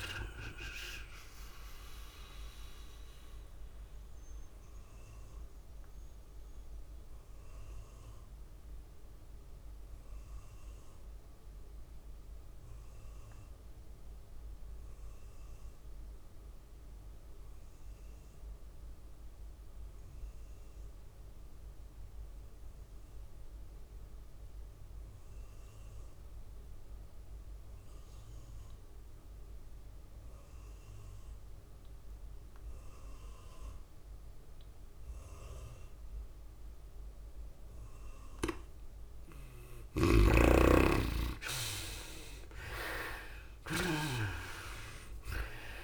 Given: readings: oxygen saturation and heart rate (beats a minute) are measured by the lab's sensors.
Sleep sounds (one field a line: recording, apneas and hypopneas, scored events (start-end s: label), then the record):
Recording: breathing in sleep by a room microphone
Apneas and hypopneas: 1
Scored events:
0.00-11.00 s: drop in pulse transit time (device-marked, heart rate 104 extreme)
0.00-14.00 s: tachycardia (device-marked, heart rate 111 extreme)
0.00-17.00 s: oxygen desaturation (device-marked, oxygen 73% lowest, heart rate 93 extreme)
2.00-39.50 s: mixed apnea (oxygen 98% before, 73% lowest, heart rate 102 before, 93 extreme, up 8 after)
16.00-18.00 s: long interval between heartbeats (device-marked, heart rate 108 before, 94 extreme)
20.00-45.84 s: tachycardia (device-marked, heart rate 106 before, 111 extreme)
24.00-45.84 s: oxygen desaturation (device-marked, oxygen 99% before, 73% lowest, heart rate 103 before, 92 extreme)
40.50-44.50 s: snoring (device-marked)
42.00-45.84 s: arousal
43.00-45.84 s: drop in pulse transit time (device-marked, heart rate 102 before, 103 extreme)
From the record:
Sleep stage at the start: N2 (light sleep)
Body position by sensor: on the back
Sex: female